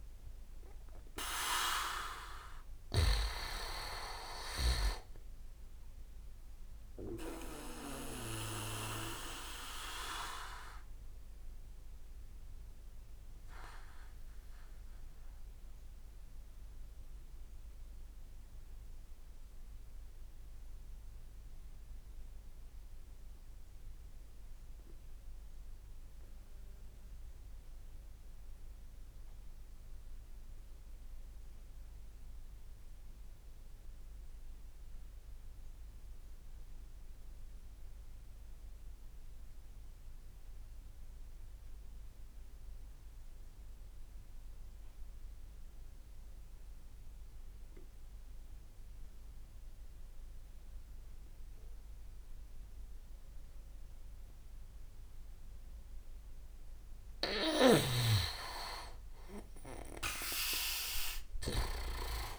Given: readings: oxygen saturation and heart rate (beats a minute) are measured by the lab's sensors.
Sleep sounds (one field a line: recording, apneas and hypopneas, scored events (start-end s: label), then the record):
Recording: breathing in sleep by a room microphone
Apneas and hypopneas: 1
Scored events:
0.00-3.00 s: snoring (device-marked)
0.00-10.00 s: oxygen desaturation (device-marked, oxygen 93% lowest, heart rate 52 extreme)
9.50-53.00 s: obstructive apnea (oxygen 99% before, 92% lowest, heart rate 64 before, 52 extreme, up 42 after)
61.00-62.39 s: oxygen desaturation (device-marked, oxygen 98% before, 93% lowest, heart rate 69 before, 55 extreme)
From the record:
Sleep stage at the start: N2 (light sleep)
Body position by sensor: on the back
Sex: male